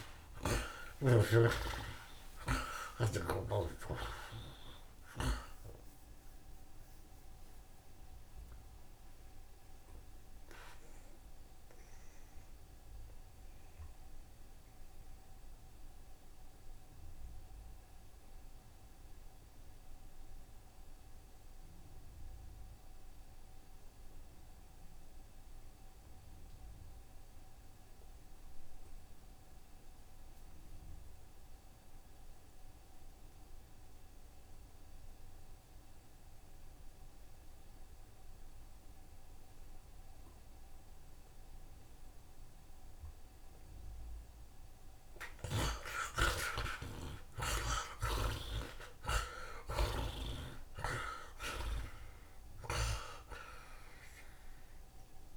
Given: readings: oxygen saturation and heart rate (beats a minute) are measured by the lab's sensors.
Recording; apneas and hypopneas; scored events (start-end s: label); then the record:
breathing in sleep by a room microphone; 1
0.00-1.00 s: arousal
0.00-22.50 s: oxygen desaturation (device-marked, oxygen 52% lowest)
0.50-17.50 s: bradycardia (device-marked)
1.00-3.00 s: long interval between heartbeats (device-marked, heart rate 110 before, 118 extreme)
5.50-7.50 s: long interval between heartbeats (device-marked, heart rate 105 before, 48 extreme)
7.50-44.00 s: mixed apnea (oxygen 65% before, 52% lowest)
15.50-17.50 s: long interval between heartbeats (device-marked, heart rate 75 before, 29 extreme)
23.50-25.50 s: long interval between heartbeats (device-marked, heart rate 49 before, 64 extreme)
24.50-31.50 s: bradycardia (device-marked, heart rate 79 before, 47 extreme)
24.50-55.37 s: oxygen desaturation (device-marked, oxygen 85% before, 55% lowest, heart rate 50 before, 41 extreme)
26.00-28.00 s: long interval between heartbeats (device-marked, heart rate 50 before, 64 extreme)
30.50-32.50 s: long interval between heartbeats (device-marked, heart rate 52 before, 48 extreme)
43.50-45.50 s: long interval between heartbeats (device-marked, heart rate 63 before, 69 extreme)
46.00-51.50 s: arousal
49.50-51.50 s: long interval between heartbeats (device-marked, heart rate 67 before, 64 extreme)
52.50-55.37 s: bradycardia (device-marked, heart rate 79 before, 41 extreme)
53.50-55.37 s: long interval between heartbeats (device-marked, heart rate 70 before, 64 extreme)
From the record:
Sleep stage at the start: N2 (light sleep); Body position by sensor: on the right side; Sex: male